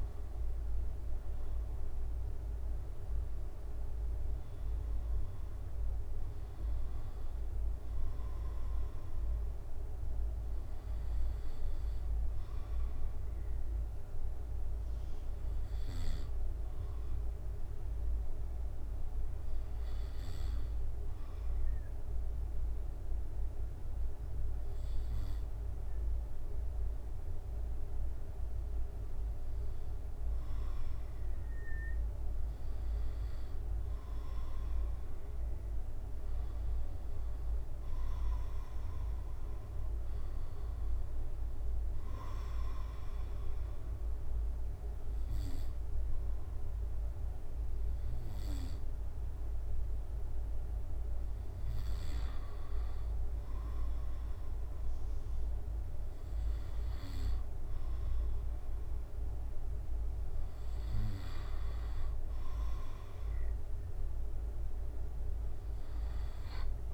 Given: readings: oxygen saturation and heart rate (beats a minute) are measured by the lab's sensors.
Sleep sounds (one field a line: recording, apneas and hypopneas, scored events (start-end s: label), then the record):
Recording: breathing in sleep, hard to hear, by a room microphone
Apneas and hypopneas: 1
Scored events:
15.50-31.00 s: obstructive apnea (oxygen 95% before, 94% lowest, heart rate 76 before, 69 extreme, up 4 after)
31.50-34.00 s: arousal
From the record:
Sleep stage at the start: N2 (light sleep)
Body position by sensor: on the back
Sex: male